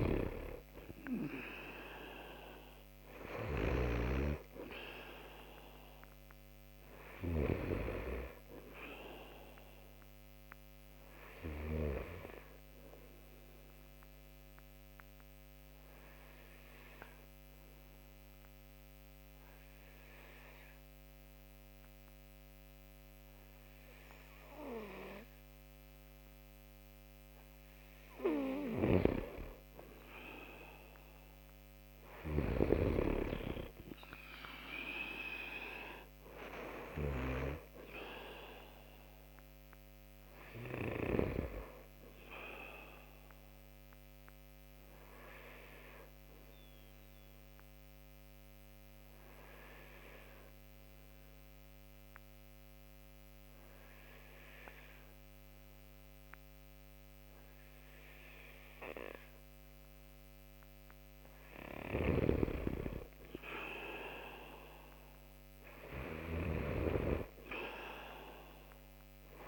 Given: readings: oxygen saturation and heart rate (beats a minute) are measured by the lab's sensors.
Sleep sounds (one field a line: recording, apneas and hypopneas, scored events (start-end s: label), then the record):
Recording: breathing in sleep by a microphone on the trachea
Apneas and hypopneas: 2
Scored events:
0.00-11.50 s: snoring (device-marked)
2.50-22.50 s: oxygen desaturation (device-marked, oxygen 95% before, 90% lowest)
11.00-26.00 s: obstructive apnea (oxygen 95% before, 90% lowest)
27.50-32.50 s: arousal
28.00-40.50 s: snoring (device-marked)
36.50-55.50 s: oxygen desaturation (device-marked, oxygen 95% before, 90% lowest)
43.50-60.00 s: obstructive apnea (oxygen 95% before, 90% lowest)
61.00-64.50 s: arousal
61.00-69.48 s: snoring (device-marked)
From the record:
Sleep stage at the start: N2 (light sleep)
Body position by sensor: on the right side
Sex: male